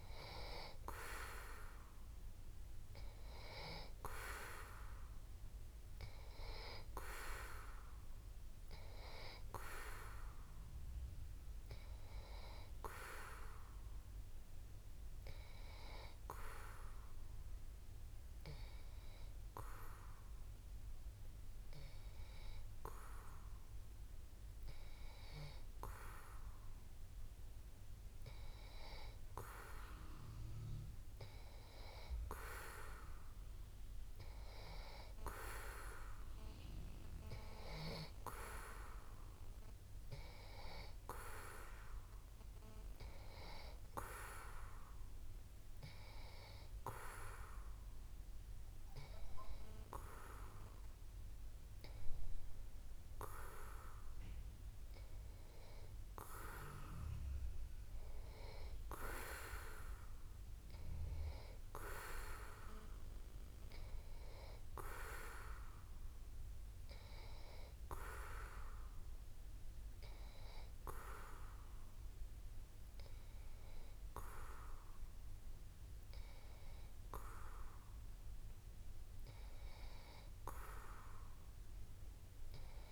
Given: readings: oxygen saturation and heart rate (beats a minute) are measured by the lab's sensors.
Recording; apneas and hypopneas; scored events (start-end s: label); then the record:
breathing in sleep by a room microphone; none
none scored
From the record:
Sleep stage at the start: N2 (light sleep); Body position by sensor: on the back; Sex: male